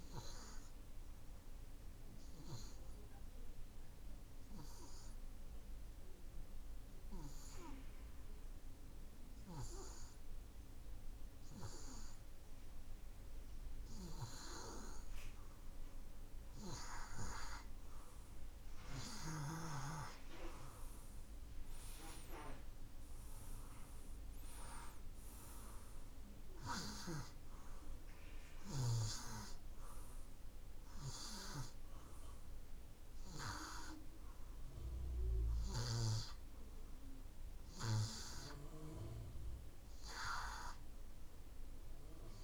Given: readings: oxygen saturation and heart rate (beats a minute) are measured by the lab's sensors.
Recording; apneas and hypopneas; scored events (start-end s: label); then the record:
breathing in sleep by a room microphone; 1
0.00-16.50 s: oxygen desaturation (device-marked, oxygen 88% lowest)
1.00-13.00 s: obstructive apnea (oxygen 96% before, 88% lowest)
17.50-22.00 s: arousal
39.50-42.44 s: oxygen desaturation (device-marked, oxygen 94% before, 89% lowest)
From the record:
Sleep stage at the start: N2 (light sleep); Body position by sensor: on the right side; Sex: male